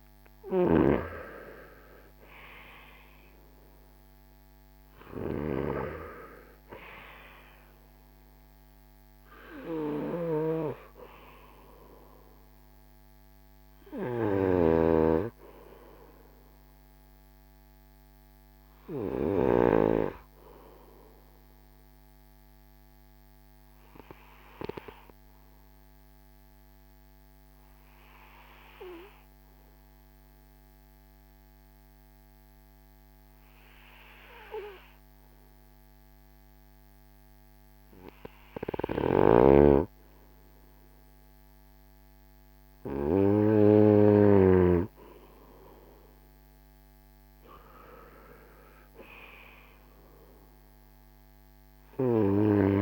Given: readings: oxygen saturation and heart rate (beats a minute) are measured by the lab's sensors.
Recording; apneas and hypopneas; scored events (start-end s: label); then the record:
breathing in sleep by a microphone on the trachea; 1
0.00-1.00 s: arousal
14.00-19.50 s: snoring (device-marked)
14.50-38.50 s: oxygen desaturation (device-marked, oxygen 97% before, 91% lowest, heart rate 57 before, 40 extreme)
20.50-38.50 s: obstructive apnea (oxygen 97% before, 91% lowest, heart rate 58 before, 40 extreme, up 15 after)
38.50-44.50 s: snoring (device-marked)
40.00-44.00 s: arousal
From the record:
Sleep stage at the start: N2 (light sleep); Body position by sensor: on the front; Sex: male